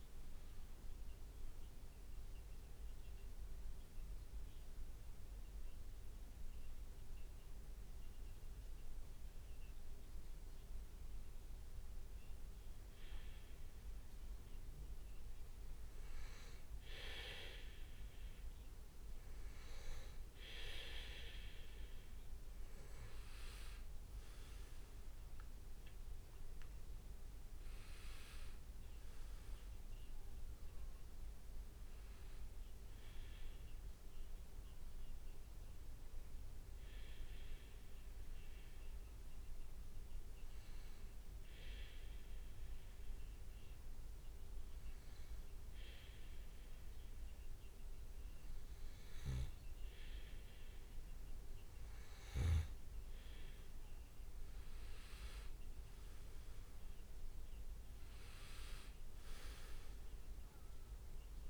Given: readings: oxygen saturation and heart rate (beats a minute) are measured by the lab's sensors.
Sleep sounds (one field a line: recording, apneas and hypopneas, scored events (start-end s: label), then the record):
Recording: breathing in sleep by a room microphone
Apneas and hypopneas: 2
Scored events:
2.00-13.50 s: hypopnea (oxygen 97% before, 95% lowest, heart rate 63 before, 59 extreme, up 7 after)
22.50-24.50 s: leg movement (device-marked)
24.50-26.00 s: leg movement (device-marked)
25.00-28.50 s: arousal
36.50-49.00 s: hypopnea (oxygen 98% before, 95% lowest, heart rate 63 before, 57 extreme, up 5 after)
51.00-55.00 s: arousal
51.00-55.50 s: leg movement (device-marked)
From the record:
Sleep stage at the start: N2 (light sleep)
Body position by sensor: on the back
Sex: male